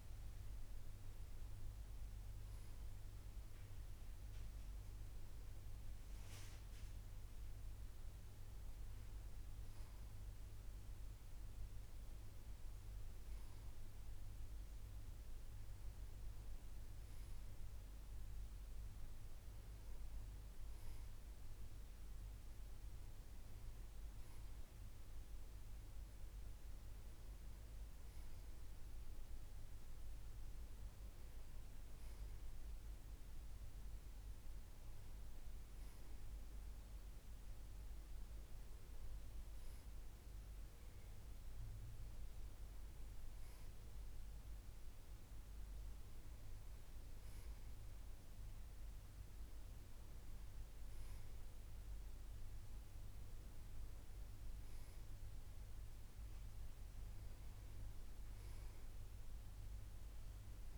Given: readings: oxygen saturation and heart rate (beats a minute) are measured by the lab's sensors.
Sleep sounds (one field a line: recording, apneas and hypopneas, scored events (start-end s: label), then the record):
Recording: breathing in sleep, hard to hear, by a room microphone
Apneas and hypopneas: none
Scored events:
none scored
From the record:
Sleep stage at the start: N2 (light sleep)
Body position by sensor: on the back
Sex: male